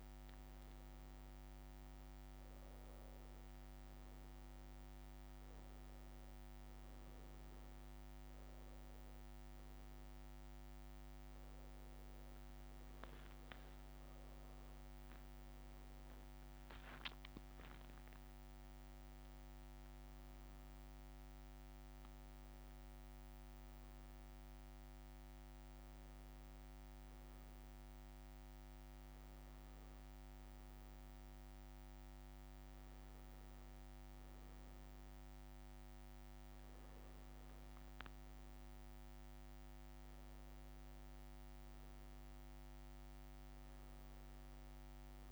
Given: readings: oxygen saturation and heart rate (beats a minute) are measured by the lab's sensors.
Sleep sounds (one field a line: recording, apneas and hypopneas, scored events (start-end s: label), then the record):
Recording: breathing in sleep, hard to hear, by a microphone on the trachea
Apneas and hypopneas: none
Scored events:
2.00-6.00 s: arousal
From the record:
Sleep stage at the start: N2 (light sleep)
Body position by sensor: on the back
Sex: male